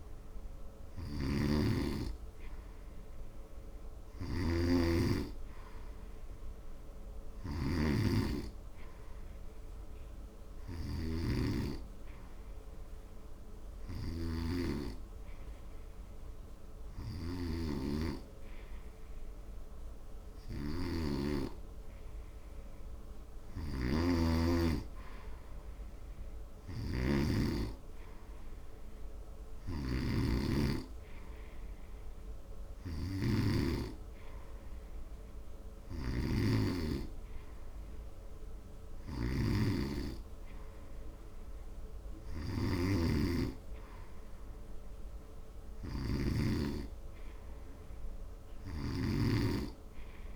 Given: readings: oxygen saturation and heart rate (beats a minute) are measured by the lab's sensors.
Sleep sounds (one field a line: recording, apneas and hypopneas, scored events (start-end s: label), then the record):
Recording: breathing in sleep by a room microphone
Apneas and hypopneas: none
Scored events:
38.50-50.36 s: new sleep stage, awake
From the record:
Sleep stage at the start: N2 (light sleep)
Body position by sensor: on the front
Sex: male